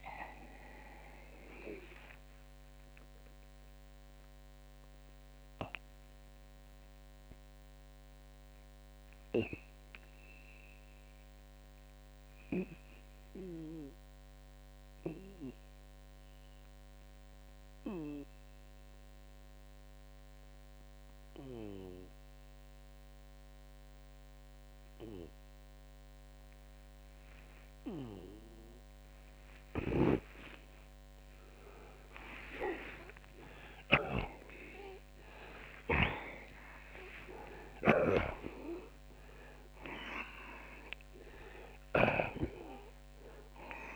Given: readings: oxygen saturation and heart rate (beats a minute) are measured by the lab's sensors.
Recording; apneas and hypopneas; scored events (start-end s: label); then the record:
breathing in sleep by a microphone on the trachea; 1
0.00-35.00 s: oxygen desaturation (device-marked, oxygen 79% lowest, heart rate 55 extreme)
1.50-28.50 s: obstructive apnea (oxygen 93% before, 79% lowest, heart rate 109 before, 55 extreme, up 39 after)
31.00-38.00 s: arousal
37.00-42.00 s: snoring (device-marked)
41.00-43.96 s: oxygen desaturation (device-marked, oxygen 93% before, 80% lowest, heart rate 77 before, 62 extreme)
From the record:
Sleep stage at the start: N2 (light sleep); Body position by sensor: on the back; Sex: male